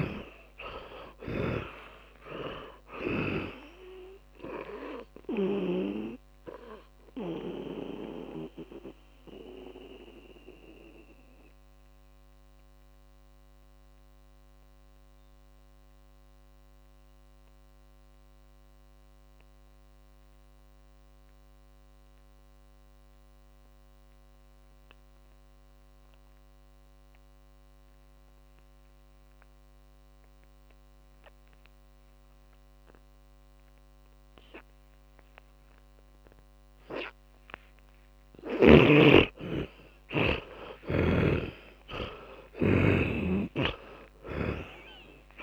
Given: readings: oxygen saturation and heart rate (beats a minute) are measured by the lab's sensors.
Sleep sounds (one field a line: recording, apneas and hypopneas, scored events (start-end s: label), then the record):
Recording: breathing in sleep by a microphone on the trachea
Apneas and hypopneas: 1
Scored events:
0.00-1.00 s: arousal
0.00-3.00 s: tachycardia (device-marked, heart rate 124 extreme)
0.00-6.00 s: snoring (device-marked)
0.00-28.00 s: oxygen desaturation (device-marked, oxygen 78% lowest, heart rate 49 extreme)
7.50-37.50 s: mixed apnea (oxygen 100% before, 78% lowest, heart rate 76 before, 49 extreme, up 23 after)
41.50-44.50 s: arousal
From the record:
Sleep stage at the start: N2 (light sleep)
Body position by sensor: on the back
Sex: male